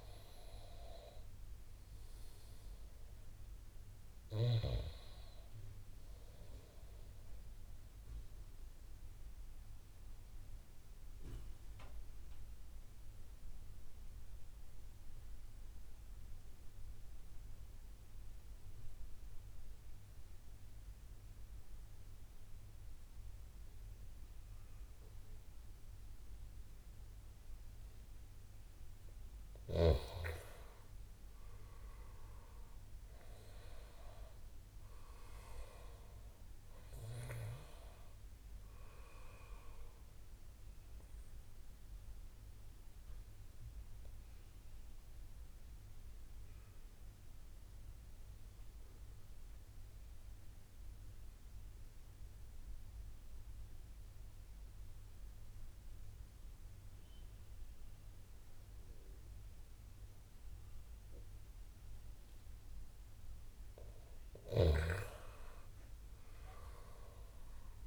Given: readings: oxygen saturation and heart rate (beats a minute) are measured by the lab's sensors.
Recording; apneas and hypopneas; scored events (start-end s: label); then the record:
breathing in sleep by a room microphone; 2
7.50-28.00 s: obstructive apnea (oxygen 95% before, 90% lowest)
29.50-33.00 s: arousal
33.50-53.50 s: oxygen desaturation (device-marked, oxygen 96% before, 90% lowest)
41.50-61.00 s: obstructive apnea (oxygen 96% before, 90% lowest)
64.50-67.50 s: arousal
From the record:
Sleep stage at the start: N2 (light sleep); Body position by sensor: on the back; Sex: male